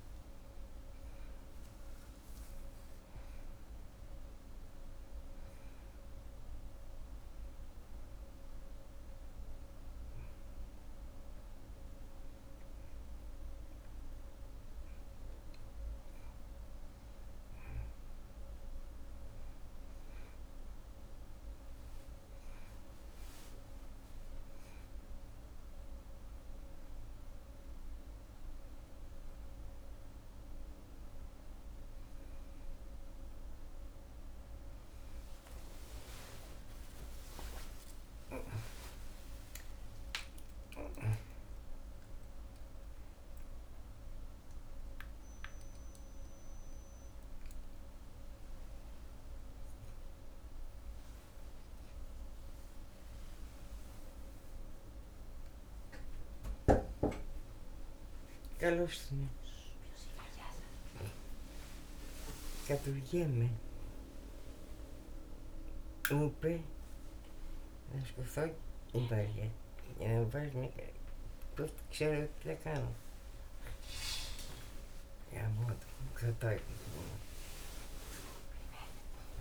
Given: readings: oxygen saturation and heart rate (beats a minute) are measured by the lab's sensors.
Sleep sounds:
a person awake in a sleep study, by a room microphone; none
58.50-67.50 s: oxygen desaturation (device-marked, oxygen 94% before, 91% lowest, heart rate 159 before, 130 extreme)
62.00-72.00 s: snoring (device-marked)
From the record:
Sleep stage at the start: awake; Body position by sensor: on the right side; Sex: female

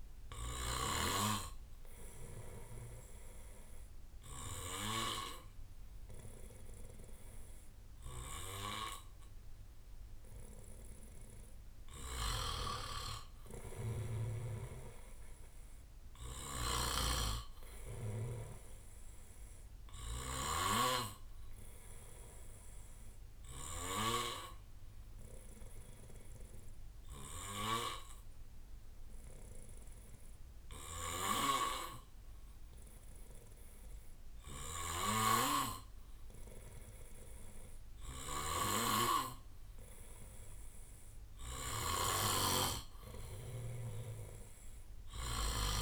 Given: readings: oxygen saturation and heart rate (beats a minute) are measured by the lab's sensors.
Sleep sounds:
breathing in sleep by a room microphone; 2
0.00-1.00 s: snoring (device-marked)
0.00-11.50 s: oxygen desaturation (device-marked, oxygen 93% lowest, heart rate 59 extreme)
1.50-12.00 s: obstructive apnea (oxygen 98% before, 90% lowest, heart rate 64 before, 59 extreme, up 8 after)
10.50-22.50 s: drop in pulse transit time (device-marked, heart rate 63 before, 61 extreme)
12.00-20.50 s: snoring (device-marked)
13.50-18.50 s: arousal
18.50-30.50 s: oxygen desaturation (device-marked, oxygen 96% before, 93% lowest, heart rate 63 before, 61 extreme)
22.50-41.00 s: obstructive apnea (oxygen 96% before, 90% lowest, heart rate 63 before, 61 extreme, up 6 after)
30.50-45.50 s: snoring (device-marked)
39.50-45.82 s: oxygen desaturation (device-marked, oxygen 96% before, 91% lowest, heart rate 64 before, 64 extreme)
43.50-45.82 s: arousal
From the record:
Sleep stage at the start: N2 (light sleep); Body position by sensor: on the back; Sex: male

